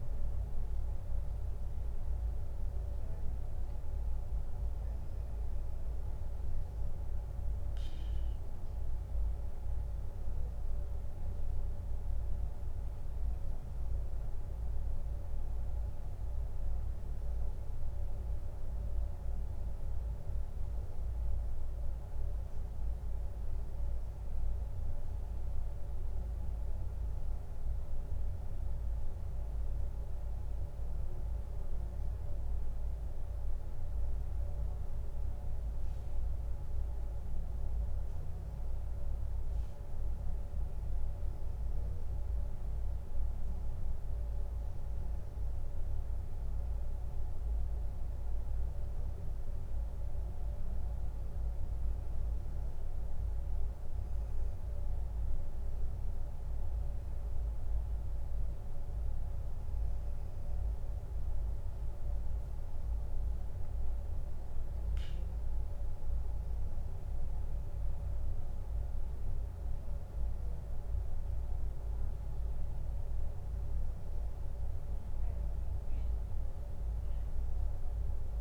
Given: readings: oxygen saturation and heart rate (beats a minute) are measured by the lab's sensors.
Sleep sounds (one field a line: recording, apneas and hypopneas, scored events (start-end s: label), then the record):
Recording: breathing in sleep, hard to hear, by a room microphone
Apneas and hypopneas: none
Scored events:
none scored
From the record:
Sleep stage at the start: N2 (light sleep)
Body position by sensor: on the back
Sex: male